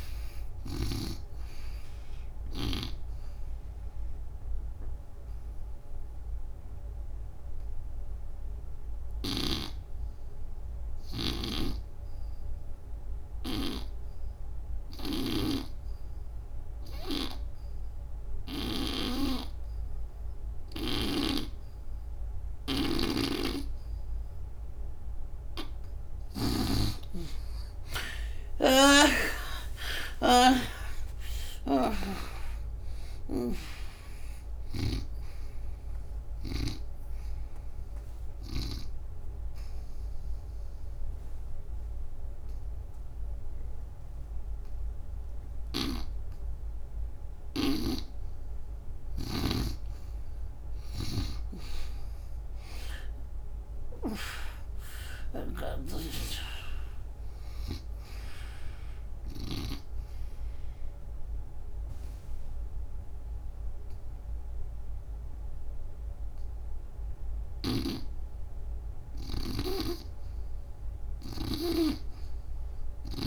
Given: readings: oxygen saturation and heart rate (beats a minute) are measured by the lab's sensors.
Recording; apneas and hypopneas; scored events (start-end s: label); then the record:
breathing in sleep by a room microphone; 3
0.00-11.00 s: oxygen desaturation (device-marked, oxygen 79% lowest, heart rate 63 extreme)
2.00-24.50 s: obstructive apnea (oxygen 97% before, 78% lowest, heart rate 77 before, 63 extreme, up 36 after)
22.50-36.50 s: snoring (device-marked)
26.00-51.00 s: oxygen desaturation (device-marked, oxygen 96% before, 78% lowest, heart rate 72 before, 69 extreme)
26.50-30.50 s: arousal
38.50-48.50 s: obstructive apnea (oxygen 97% before, 78% lowest, heart rate 82 before, 69 extreme, up 20 after)
49.00-55.50 s: snoring (device-marked)
52.00-56.00 s: arousal
53.00-67.00 s: oxygen desaturation (device-marked, oxygen 98% before, 84% lowest, heart rate 87 before, 84 extreme)
59.00-69.00 s: obstructive apnea (oxygen 98% before, 80% lowest, heart rate 85 before, 84 extreme)
From the record:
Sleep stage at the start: N2 (light sleep); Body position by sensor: on the back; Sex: female